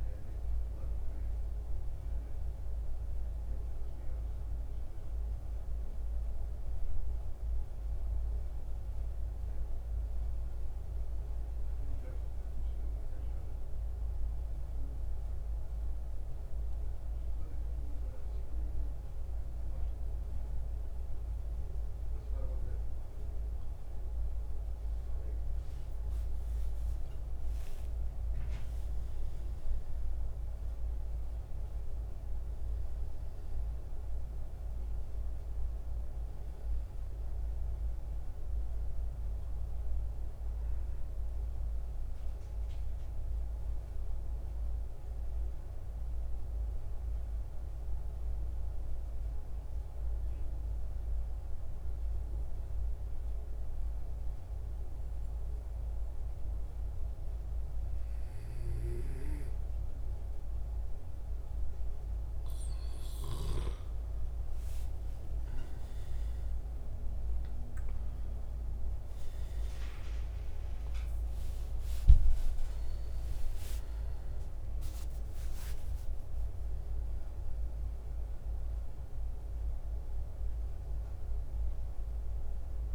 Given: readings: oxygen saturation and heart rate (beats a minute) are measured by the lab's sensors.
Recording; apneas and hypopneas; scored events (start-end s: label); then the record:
breathing in sleep, hard to hear, by a room microphone; 2
0.00-21.00 s: oxygen desaturation (device-marked, oxygen 80% lowest, heart rate 68 extreme)
9.50-22.50 s: hypopnea (oxygen 92% before, 80% lowest, heart rate 80 before, 68 extreme, up 10 after)
28.00-32.50 s: arousal
36.00-55.00 s: oxygen desaturation (device-marked, oxygen 96% before, 89% lowest, heart rate 73 before, 68 extreme)
41.00-59.50 s: mixed apnea (oxygen 97% before, 87% lowest, heart rate 75 before, 68 extreme, up 7 after)
64.50-70.00 s: arousal
68.00-82.95 s: oxygen desaturation (device-marked, oxygen 93% before, 87% lowest, heart rate 69 before, 66 extreme)
76.00-81.00 s: arousal
From the record:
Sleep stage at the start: N2 (light sleep); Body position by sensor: on the back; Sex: male